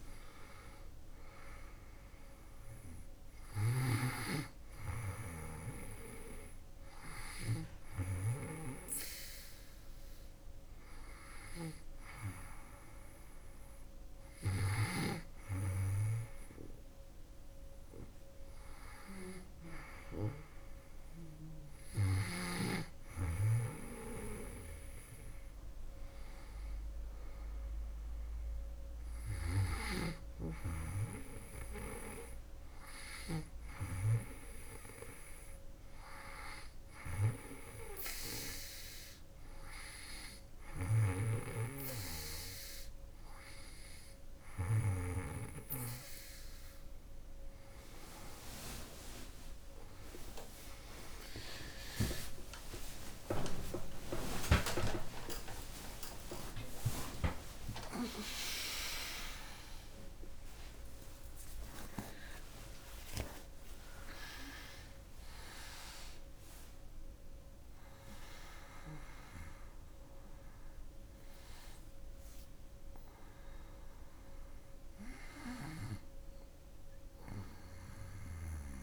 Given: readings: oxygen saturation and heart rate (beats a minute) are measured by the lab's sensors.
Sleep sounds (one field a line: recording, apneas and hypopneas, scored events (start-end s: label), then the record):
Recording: breathing in sleep by a room microphone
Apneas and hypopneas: none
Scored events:
3.00-14.50 s: snoring (device-marked)
29.00-33.00 s: snoring (device-marked)
40.00-44.50 s: snoring (device-marked)
52.00-57.50 s: arousal
75.00-78.83 s: snoring (device-marked)
From the record:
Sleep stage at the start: N2 (light sleep)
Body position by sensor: on the back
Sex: female